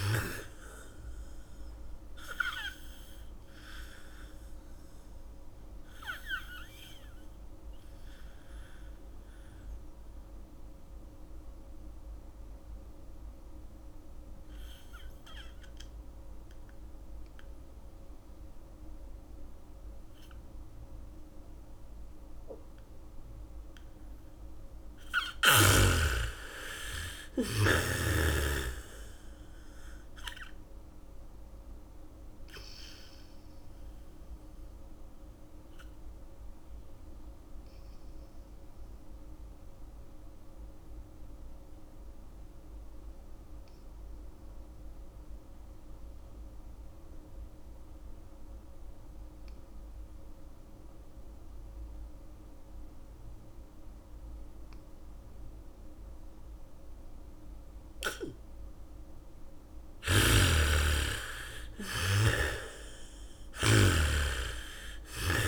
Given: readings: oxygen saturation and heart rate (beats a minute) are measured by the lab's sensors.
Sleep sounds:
breathing in sleep by a room microphone; 2
0.00-1.50 s: arousal
0.00-21.50 s: oxygen desaturation (device-marked, oxygen 85% lowest, heart rate 44 extreme)
6.00-25.00 s: mixed apnea (oxygen 99% before, 80% lowest, heart rate 69 before, 44 extreme, up 0 after)
20.50-31.50 s: bradycardia (device-marked, heart rate 68 before, 44 extreme)
26.50-30.50 s: arousal
31.50-49.50 s: oxygen desaturation (device-marked, oxygen 97% before, 84% lowest, heart rate 65 before, 47 extreme)
34.50-58.00 s: obstructive apnea (oxygen 97% before, 80% lowest, heart rate 61 before, 47 extreme, up 1 after)
51.50-65.48 s: bradycardia (device-marked, heart rate 69 before, 53 extreme)
57.50-65.48 s: oxygen desaturation (device-marked, oxygen 97% before, 80% lowest, heart rate 72 before, 46 extreme)
60.00-64.50 s: snoring (device-marked)
61.00-65.48 s: arousal
From the record:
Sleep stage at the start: N2 (light sleep); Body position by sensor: on the back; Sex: female

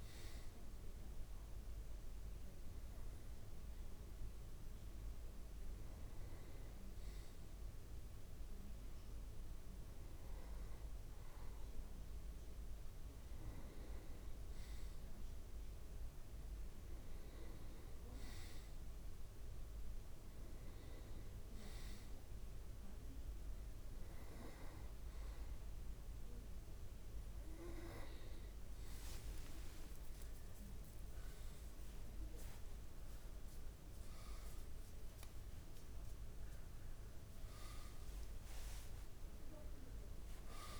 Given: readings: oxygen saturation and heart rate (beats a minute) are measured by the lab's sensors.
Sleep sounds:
breathing in sleep, hard to hear, by a room microphone; 1
2.50-13.50 s: hypopnea (oxygen 92% before, 88% lowest, heart rate 68 before, 68 extreme, up 1 after)
16.00-19.50 s: arousal
From the record:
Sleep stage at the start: N2 (light sleep); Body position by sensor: on the back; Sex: male

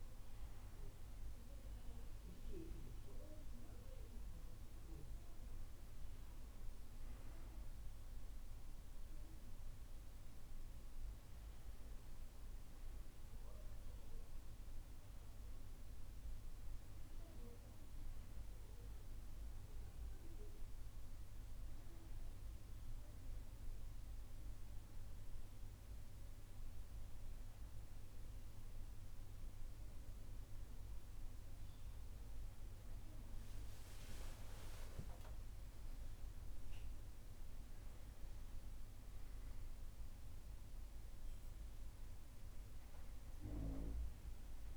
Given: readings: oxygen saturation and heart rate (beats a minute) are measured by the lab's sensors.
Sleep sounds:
a person awake in a sleep study, hard to hear, by a room microphone; none
none scored
From the record:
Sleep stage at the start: awake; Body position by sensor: on the back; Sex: male

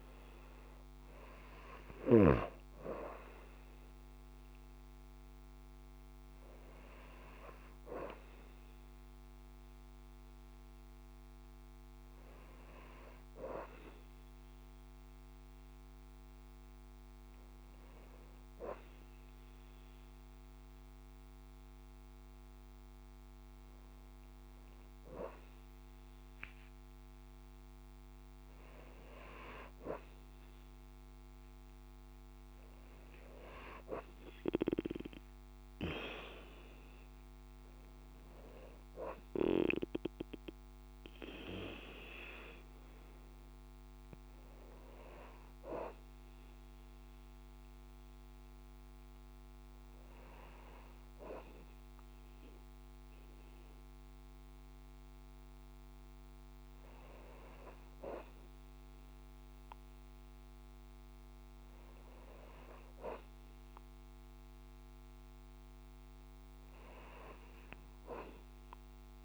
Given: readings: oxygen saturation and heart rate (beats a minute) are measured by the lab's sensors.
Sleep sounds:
breathing in sleep by a microphone on the trachea; none
none scored
From the record:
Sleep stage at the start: N2 (light sleep); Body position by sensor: on the front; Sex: female

